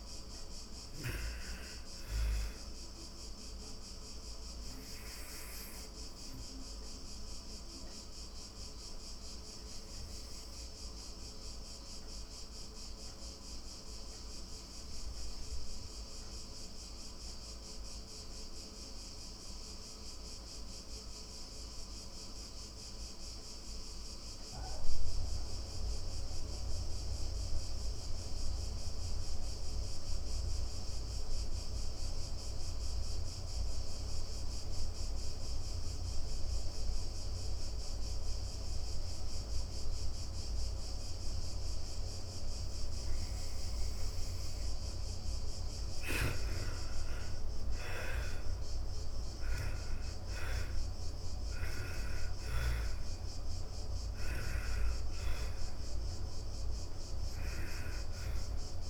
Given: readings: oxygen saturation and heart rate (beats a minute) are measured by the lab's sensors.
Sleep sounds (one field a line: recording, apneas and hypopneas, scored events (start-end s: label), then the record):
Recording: breathing in sleep by a room microphone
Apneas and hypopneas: 1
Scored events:
0.00-19.00 s: oxygen desaturation (device-marked, oxygen 83% lowest)
3.50-44.00 s: obstructive apnea (oxygen 99% before, 82% lowest)
33.00-58.89 s: oxygen desaturation (device-marked, oxygen 98% before, 82% lowest)
45.50-51.00 s: arousal
From the record:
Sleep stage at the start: N2 (light sleep)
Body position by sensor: on the back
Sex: female